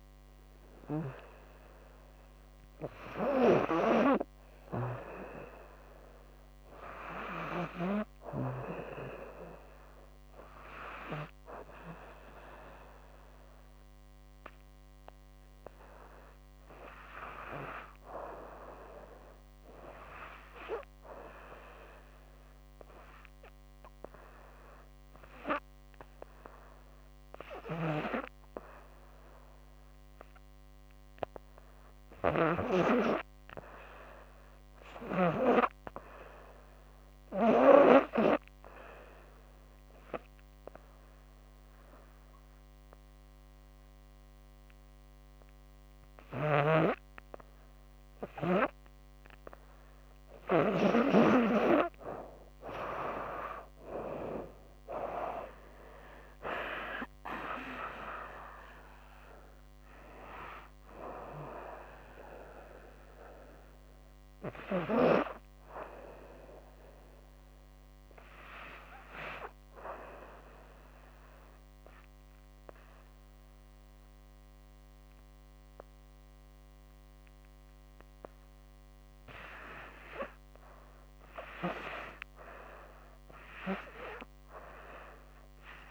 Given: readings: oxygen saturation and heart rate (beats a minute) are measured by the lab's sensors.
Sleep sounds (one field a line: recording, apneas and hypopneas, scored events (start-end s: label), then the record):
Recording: breathing in sleep by a microphone on the trachea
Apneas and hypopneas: 3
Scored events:
0.00-6.50 s: oxygen desaturation (device-marked, oxygen 89% lowest, heart rate 67 extreme)
12.50-25.00 s: hypopnea (oxygen 93% before, 90% lowest, heart rate 87 before, 67 extreme, up 5 after)
26.50-32.00 s: snoring (device-marked)
28.00-31.00 s: arousal
30.50-39.50 s: oxygen desaturation (device-marked, oxygen 98% before, 95% lowest, heart rate 74 before, 67 extreme)
38.00-50.50 s: hypopnea (oxygen 100% before, 90% lowest, heart rate 71 before, 67 extreme, up 23 after)
45.50-50.00 s: snoring (device-marked)
46.50-81.50 s: oxygen desaturation (device-marked, oxygen 96% before, 90% lowest, heart rate 73 before, 64 extreme)
53.00-57.00 s: arousal
68.50-79.50 s: obstructive apnea (oxygen 96% before, 88% lowest, heart rate 82 before, 64 extreme, up 2 after)
81.50-84.00 s: arousal
From the record:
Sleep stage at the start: N2 (light sleep)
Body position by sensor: on the back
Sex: female